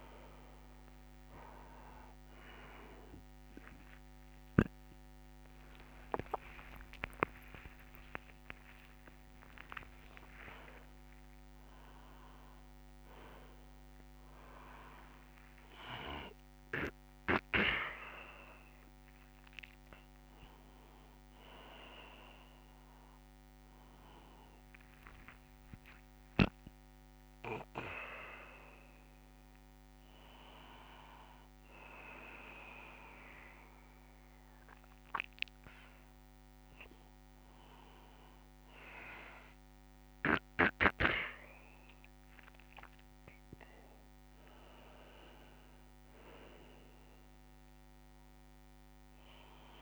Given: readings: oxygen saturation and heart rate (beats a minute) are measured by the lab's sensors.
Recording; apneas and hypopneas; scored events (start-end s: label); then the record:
a person awake in a sleep study, by a microphone on the trachea; none
0.00-20.00 s: oxygen desaturation (device-marked, oxygen 73% lowest)
6.50-8.50 s: long interval between heartbeats (device-marked)
10.50-12.50 s: long interval between heartbeats (device-marked)
24.00-26.00 s: long interval between heartbeats (device-marked, heart rate 66 before, 89 extreme)
39.50-41.50 s: long interval between heartbeats (device-marked, heart rate 85 before, 76 extreme)
From the record:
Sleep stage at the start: awake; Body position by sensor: on the back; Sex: male